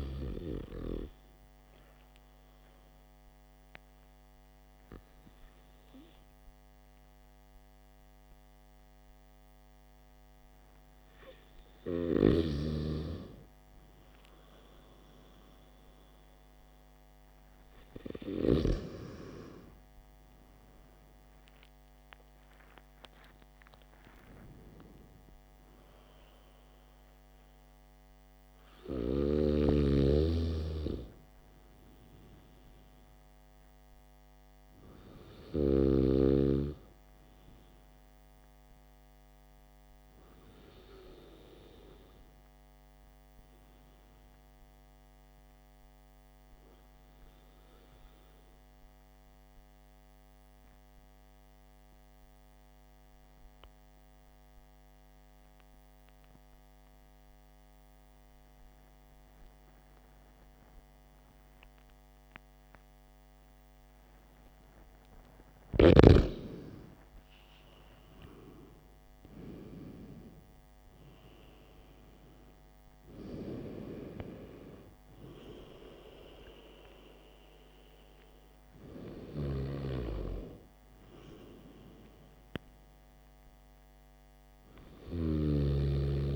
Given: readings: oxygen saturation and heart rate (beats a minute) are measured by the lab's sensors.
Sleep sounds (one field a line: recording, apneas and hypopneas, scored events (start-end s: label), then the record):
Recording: breathing in sleep by a microphone on the trachea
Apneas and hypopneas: 1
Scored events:
21.50-25.50 s: arousal
47.00-65.00 s: mixed apnea (oxygen 95% before, 93% lowest, heart rate 54 before, 52 extreme, up 9 after)
69.00-73.00 s: arousal
From the record:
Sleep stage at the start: N2 (light sleep)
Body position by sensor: on the back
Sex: male